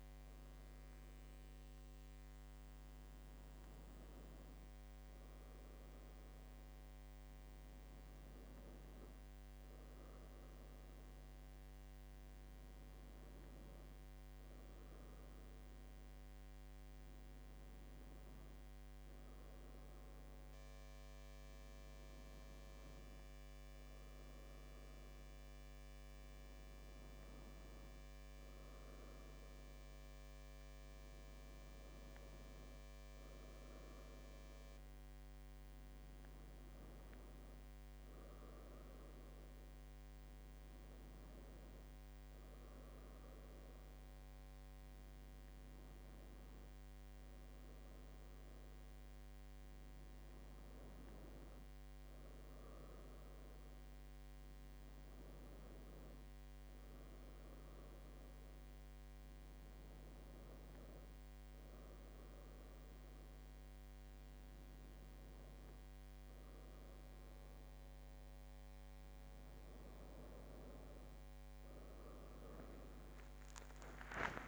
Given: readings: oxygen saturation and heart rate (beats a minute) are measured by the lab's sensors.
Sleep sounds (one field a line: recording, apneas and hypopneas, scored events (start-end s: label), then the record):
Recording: breathing in sleep, hard to hear, by a microphone on the trachea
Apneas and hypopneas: none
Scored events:
none scored
From the record:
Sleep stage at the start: N1 (lightest sleep)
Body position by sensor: on the right side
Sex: female